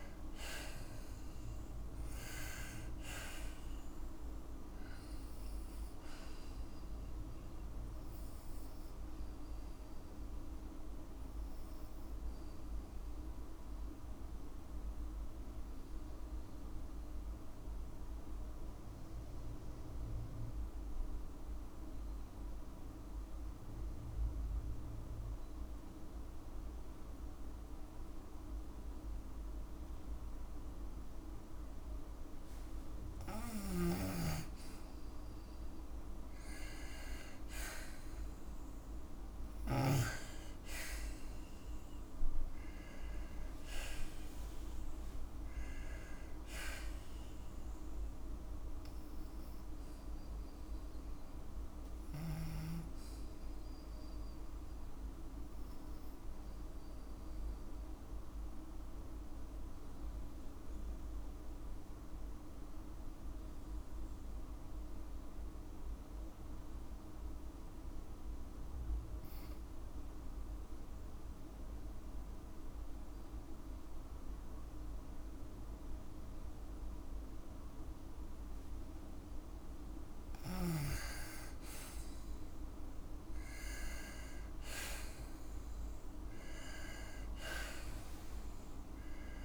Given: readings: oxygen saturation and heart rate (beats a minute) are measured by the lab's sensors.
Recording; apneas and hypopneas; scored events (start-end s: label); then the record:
breathing in sleep by a room microphone; 2
11.00-32.00 s: obstructive apnea (oxygen 98% before, 92% lowest, heart rate 58 before, 52 extreme, up 7 after)
18.50-36.50 s: oxygen desaturation (device-marked, oxygen 97% before, 92% lowest, heart rate 57 before, 52 extreme)
33.00-39.50 s: snoring (device-marked)
37.50-42.50 s: arousal
54.00-78.00 s: obstructive apnea (oxygen 98% before, 92% lowest, heart rate 58 before, 53 extreme, up 7 after)
64.50-77.50 s: oxygen desaturation (device-marked, oxygen 97% before, 93% lowest, heart rate 56 before, 53 extreme)
80.50-84.50 s: arousal
From the record:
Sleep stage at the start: N2 (light sleep); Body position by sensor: on the left side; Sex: female